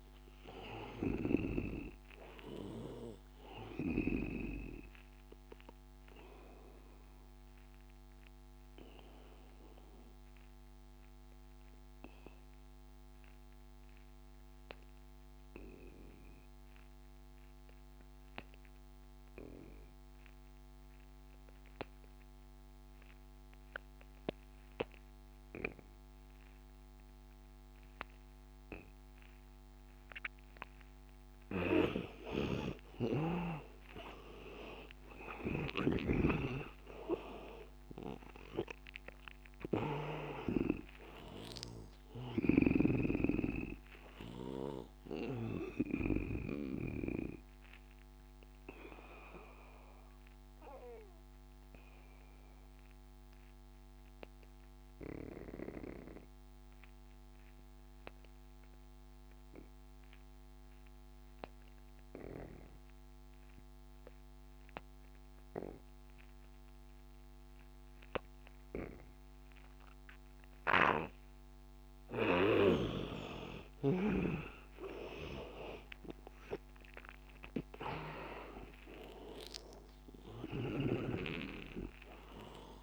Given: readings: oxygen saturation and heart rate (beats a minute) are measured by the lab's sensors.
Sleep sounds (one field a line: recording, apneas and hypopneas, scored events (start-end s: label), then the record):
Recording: breathing in sleep by a microphone on the trachea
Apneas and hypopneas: 2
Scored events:
0.00-14.50 s: oxygen desaturation (device-marked, oxygen 82% lowest, heart rate 84 extreme)
6.50-30.50 s: obstructive apnea (oxygen 99% before, 81% lowest, heart rate 91 before, 84 extreme, up 8 after)
27.50-56.50 s: oxygen desaturation (device-marked, oxygen 99% before, 81% lowest, heart rate 86 before, 87 extreme)
31.50-45.50 s: snoring (device-marked)
32.50-37.00 s: arousal
46.50-71.50 s: obstructive apnea (oxygen 99% before, 81% lowest, heart rate 92 before, 87 extreme, up 7 after)
66.50-82.83 s: oxygen desaturation (device-marked, oxygen 99% before, 82% lowest, heart rate 92 before, 88 extreme)
75.00-79.00 s: arousal
80.50-82.83 s: snoring (device-marked)
From the record:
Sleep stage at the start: N2 (light sleep)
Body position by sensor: on the back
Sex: male